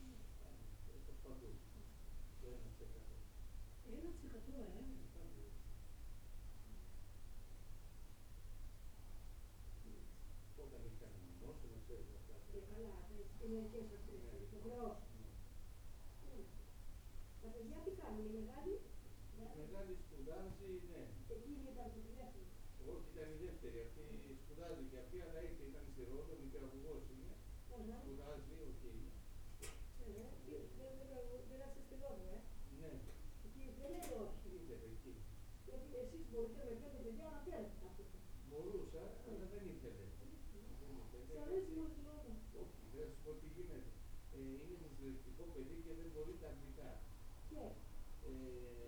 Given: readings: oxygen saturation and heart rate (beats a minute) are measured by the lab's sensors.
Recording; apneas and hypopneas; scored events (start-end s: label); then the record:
a person partly awake in a sleep study, by a room microphone; none
8.50-48.88 s: new sleep stage, N2 (light sleep)
From the record:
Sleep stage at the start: awake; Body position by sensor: on the right side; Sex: female